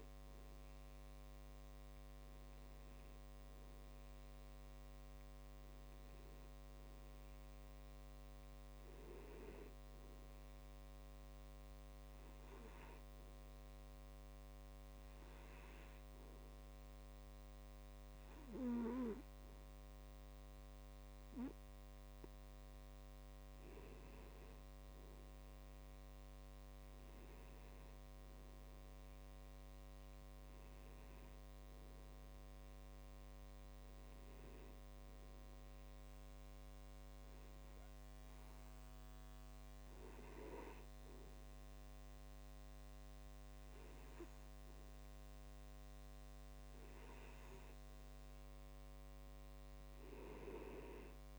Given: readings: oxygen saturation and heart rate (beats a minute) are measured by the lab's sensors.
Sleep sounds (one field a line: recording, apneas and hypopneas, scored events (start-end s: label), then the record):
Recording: breathing in sleep by a microphone on the trachea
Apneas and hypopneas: 1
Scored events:
12.50-23.50 s: hypopnea (oxygen 94% before, 91% lowest, heart rate 55 before, 54 extreme, up 3 after)
24.50-29.00 s: arousal
From the record:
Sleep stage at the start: N2 (light sleep)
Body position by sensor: on the back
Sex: male